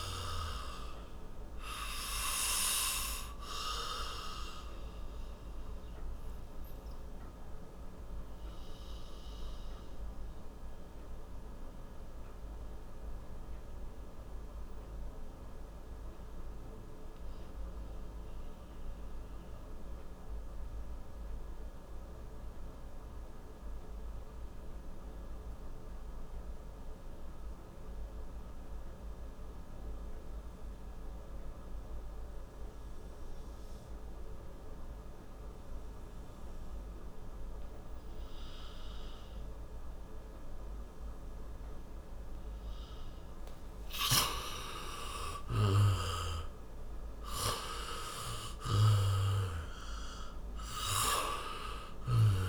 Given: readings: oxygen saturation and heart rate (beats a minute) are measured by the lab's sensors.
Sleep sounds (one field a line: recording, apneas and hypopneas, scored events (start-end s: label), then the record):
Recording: breathing in sleep by a room microphone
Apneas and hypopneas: 1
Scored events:
0.00-25.50 s: oxygen desaturation (device-marked, oxygen 86% lowest, heart rate 55 extreme)
3.50-41.00 s: obstructive apnea (oxygen 98% before, 86% lowest, heart rate 63 before, 55 extreme, up 11 after)
39.50-52.49 s: oxygen desaturation (device-marked, oxygen 97% before, 87% lowest, heart rate 59 before, 57 extreme)
44.00-49.00 s: arousal
From the record:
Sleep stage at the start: N2 (light sleep)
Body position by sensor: on the back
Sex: male